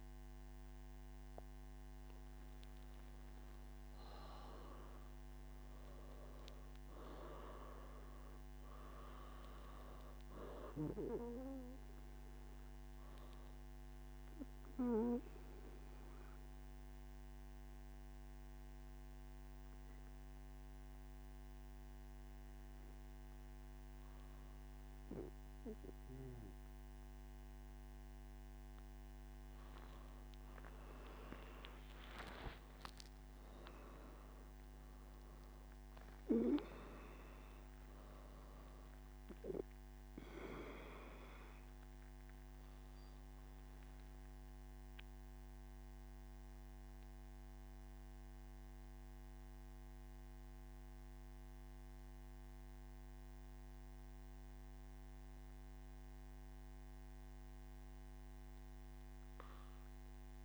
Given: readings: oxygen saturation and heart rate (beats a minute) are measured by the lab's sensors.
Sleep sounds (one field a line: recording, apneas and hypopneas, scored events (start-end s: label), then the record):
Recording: breathing in sleep by a microphone on the trachea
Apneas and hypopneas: none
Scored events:
none scored
From the record:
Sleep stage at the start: N2 (light sleep)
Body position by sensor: on the back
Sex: male